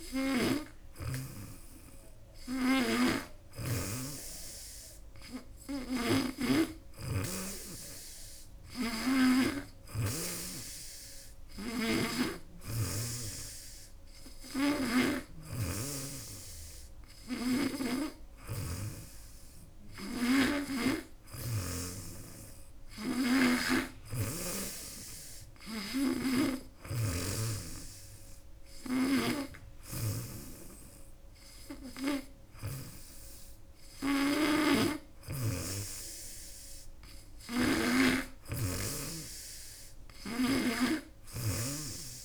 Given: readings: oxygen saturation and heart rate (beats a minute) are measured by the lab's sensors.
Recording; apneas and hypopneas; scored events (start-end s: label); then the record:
breathing in sleep by a room microphone; none
2.50-13.00 s: snoring (device-marked)
15.00-21.50 s: snoring (device-marked)
23.50-30.00 s: snoring (device-marked)
32.00-35.50 s: snoring (device-marked)
From the record:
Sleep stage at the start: N2 (light sleep); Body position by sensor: on the back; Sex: female